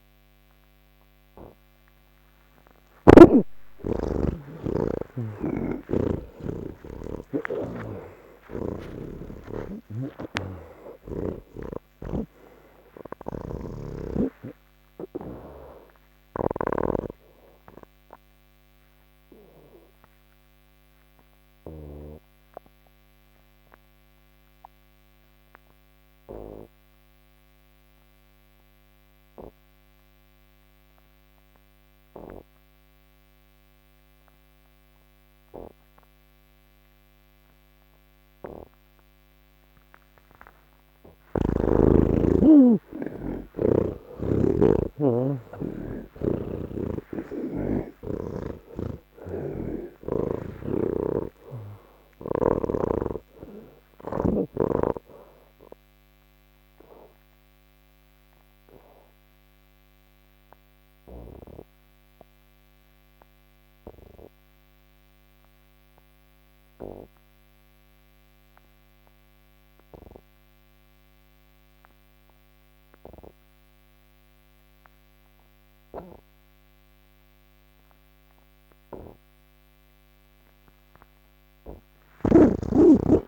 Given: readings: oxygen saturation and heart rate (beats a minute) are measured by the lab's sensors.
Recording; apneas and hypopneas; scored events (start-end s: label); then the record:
breathing in sleep by a microphone on the trachea; none
5.00-8.50 s: snoring (device-marked)
13.00-16.50 s: snoring (device-marked)
50.50-54.00 s: snoring (device-marked)
From the record:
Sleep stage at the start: N3 (deep sleep); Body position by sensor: on the back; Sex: male